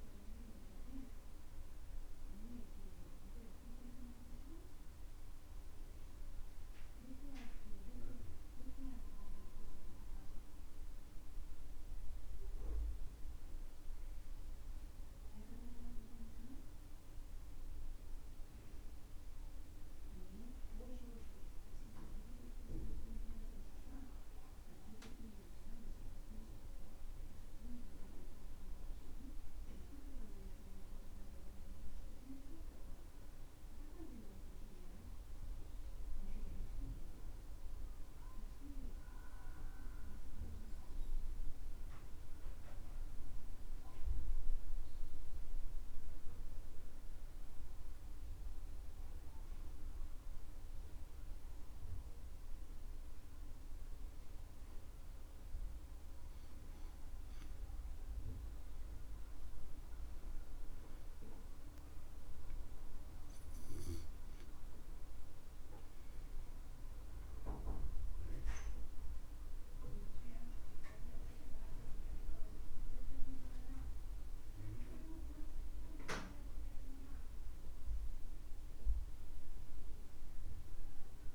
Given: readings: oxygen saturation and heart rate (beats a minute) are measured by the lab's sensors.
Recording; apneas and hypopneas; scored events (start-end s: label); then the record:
breathing in sleep by a room microphone; 1
48.50-58.50 s: hypopnea (oxygen 98% before, 93% lowest, heart rate 69 before, 66 extreme, up 4 after)
61.00-65.50 s: arousal
From the record:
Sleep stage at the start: REM sleep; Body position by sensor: on the back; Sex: male